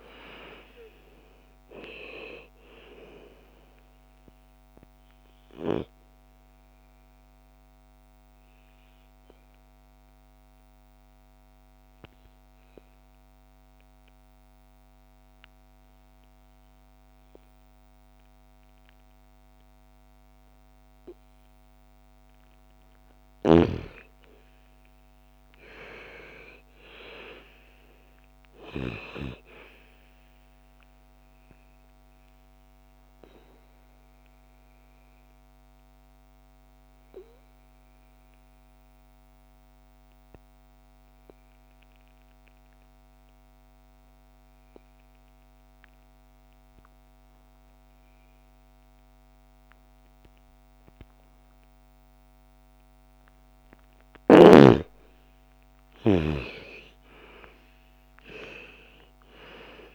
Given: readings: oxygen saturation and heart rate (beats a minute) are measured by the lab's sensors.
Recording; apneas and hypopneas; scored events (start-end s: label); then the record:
breathing in sleep by a microphone on the trachea; 2
0.00-12.00 s: oxygen desaturation (device-marked, oxygen 85% lowest, heart rate 56 extreme)
6.50-22.50 s: obstructive apnea (oxygen 97% before, 83% lowest, heart rate 59 before, 55 extreme, up 12 after)
23.00-28.50 s: arousal
27.00-44.00 s: oxygen desaturation (device-marked, oxygen 99% before, 89% lowest, heart rate 58 before, 54 extreme)
32.00-53.00 s: obstructive apnea (oxygen 99% before, 83% lowest, heart rate 59 before, 53 extreme, up 13 after)
54.00-58.00 s: arousal
54.00-59.95 s: oxygen desaturation (device-marked, oxygen 98% before, 83% lowest, heart rate 56 before, 53 extreme)
From the record:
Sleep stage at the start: N2 (light sleep); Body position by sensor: on the back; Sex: female